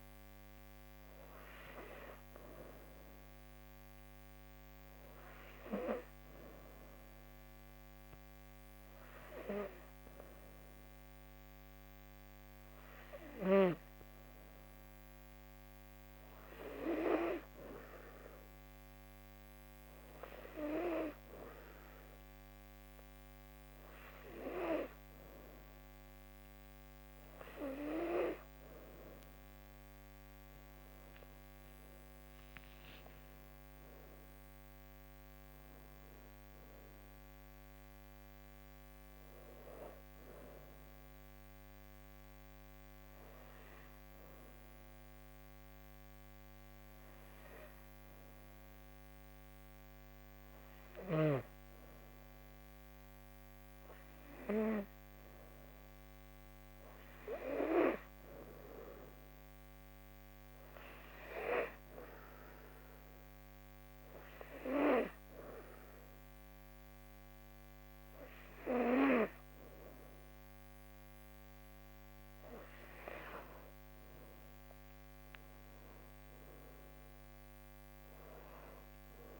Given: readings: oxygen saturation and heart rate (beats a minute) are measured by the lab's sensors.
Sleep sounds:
breathing in sleep by a microphone on the trachea; 2
0.00-2.50 s: arousal
4.00-17.50 s: hypopnea (oxygen 96% before, 90% lowest, heart rate 81 before, 79 extreme, up 5 after)
14.00-31.00 s: oxygen desaturation (device-marked, oxygen 96% before, 90% lowest, heart rate 79 before, 77 extreme)
32.50-36.00 s: arousal
43.00-58.50 s: hypopnea (oxygen 94% before, 91% lowest, heart rate 88 before, 78 extreme, up 3 after)
58.00-75.00 s: oxygen desaturation (device-marked, oxygen 97% before, 91% lowest, heart rate 80 before, 76 extreme)
61.00-63.50 s: arousal
From the record:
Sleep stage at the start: N2 (light sleep); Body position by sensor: on the back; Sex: female

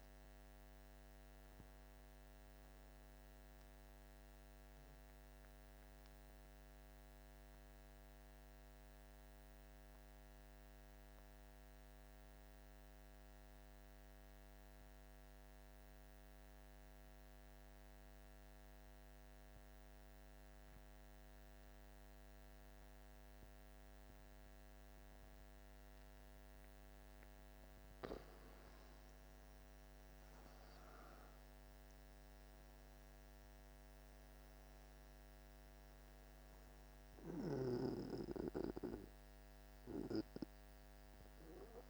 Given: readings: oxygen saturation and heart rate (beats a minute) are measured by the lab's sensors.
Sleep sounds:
breathing in sleep by a microphone on the trachea; 1
6.50-27.00 s: mixed apnea (oxygen 97% before, 88% lowest, heart rate 55 before, 50 extreme, up 9 after)
24.00-41.90 s: oxygen desaturation (device-marked, oxygen 98% before, 88% lowest, heart rate 50 before, 48 extreme)
28.50-32.50 s: arousal
From the record:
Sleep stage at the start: N2 (light sleep); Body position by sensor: on the back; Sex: male

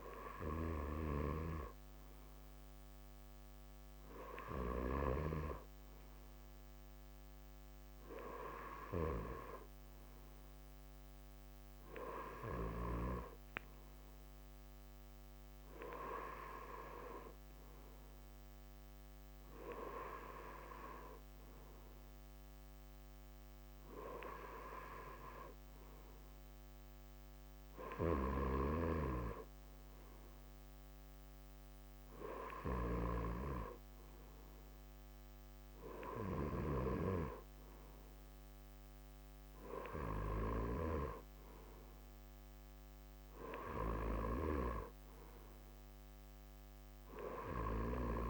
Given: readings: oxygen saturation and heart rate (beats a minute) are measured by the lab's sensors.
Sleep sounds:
breathing in sleep by a microphone on the trachea; none
none scored
From the record:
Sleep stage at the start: N2 (light sleep); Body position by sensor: on the right side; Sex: male

